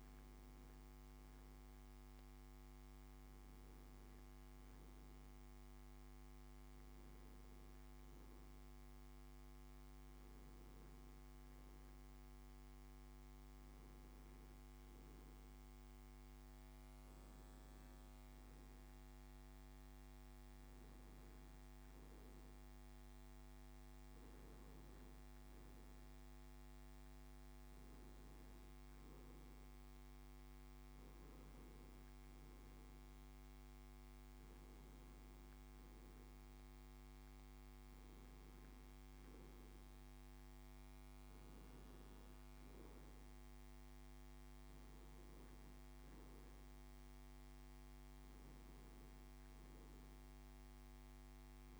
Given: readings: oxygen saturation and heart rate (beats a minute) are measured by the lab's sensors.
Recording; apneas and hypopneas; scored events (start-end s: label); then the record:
breathing in sleep, hard to hear, by a microphone on the trachea; none
30.50-34.50 s: arousal
From the record:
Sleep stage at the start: N1 (lightest sleep); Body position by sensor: on the back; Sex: male